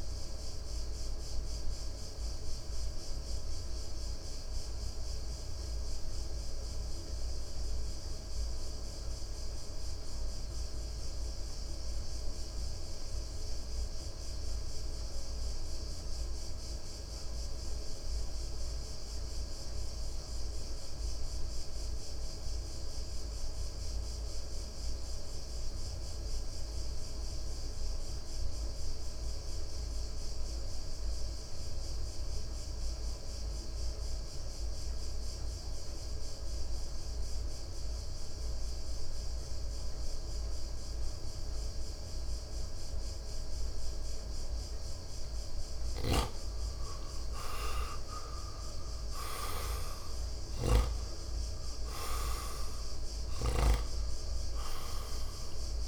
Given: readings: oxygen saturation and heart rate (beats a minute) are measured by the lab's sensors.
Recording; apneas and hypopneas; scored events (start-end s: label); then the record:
breathing in sleep by a room microphone; 1
0.00-15.00 s: oxygen desaturation (device-marked, oxygen 85% lowest, heart rate 54 extreme)
0.50-44.50 s: mixed apnea (oxygen 96% before, 84% lowest, heart rate 63 before, 54 extreme, up 7 after)
30.00-55.88 s: oxygen desaturation (device-marked, oxygen 99% before, 84% lowest, heart rate 56 before, 54 extreme)
47.50-52.50 s: arousal
50.50-55.88 s: snoring (device-marked)
From the record:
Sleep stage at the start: N2 (light sleep); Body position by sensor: on the right side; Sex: male